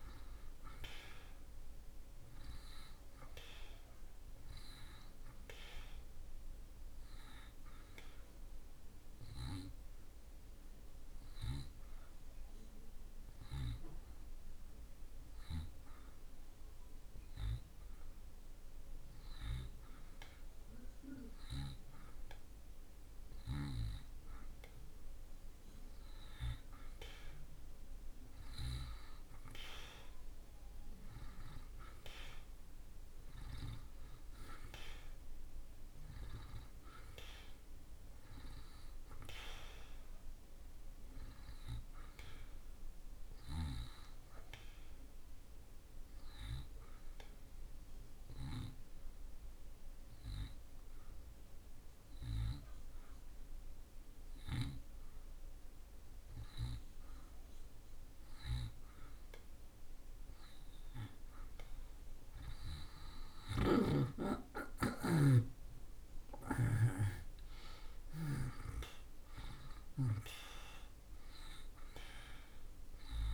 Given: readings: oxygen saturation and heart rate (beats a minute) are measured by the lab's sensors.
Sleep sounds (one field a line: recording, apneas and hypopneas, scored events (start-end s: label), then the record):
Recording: breathing in sleep by a room microphone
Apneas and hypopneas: 2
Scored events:
1.50-17.50 s: oxygen desaturation (device-marked, oxygen 92% before, 86% lowest)
9.50-24.00 s: hypopnea (oxygen 92% before, 86% lowest)
26.50-31.00 s: arousal
33.50-58.50 s: oxygen desaturation (device-marked, oxygen 92% before, 87% lowest)
45.00-58.00 s: hypopnea (oxygen 92% before, 84% lowest)
60.00-65.50 s: arousal
71.50-73.34 s: oxygen desaturation (device-marked, oxygen 92% before, 84% lowest)
From the record:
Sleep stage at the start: N2 (light sleep)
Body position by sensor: on the back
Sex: male